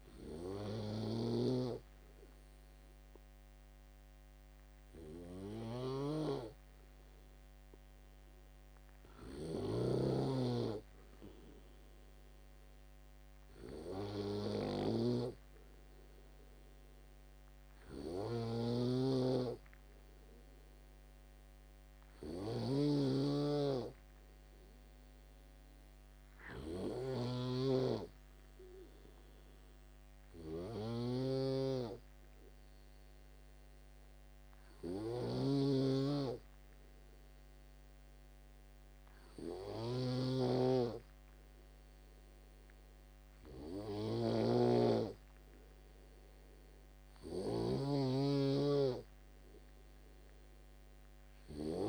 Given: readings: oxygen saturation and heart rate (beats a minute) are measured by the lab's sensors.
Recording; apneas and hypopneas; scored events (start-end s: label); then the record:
breathing in sleep by a microphone on the trachea; none
5.00-32.00 s: oxygen desaturation (device-marked, oxygen 98% before, 91% lowest, heart rate 70 before, 68 extreme)
44.50-51.89 s: snoring (device-marked)
From the record:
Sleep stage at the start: N2 (light sleep); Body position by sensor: on the back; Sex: male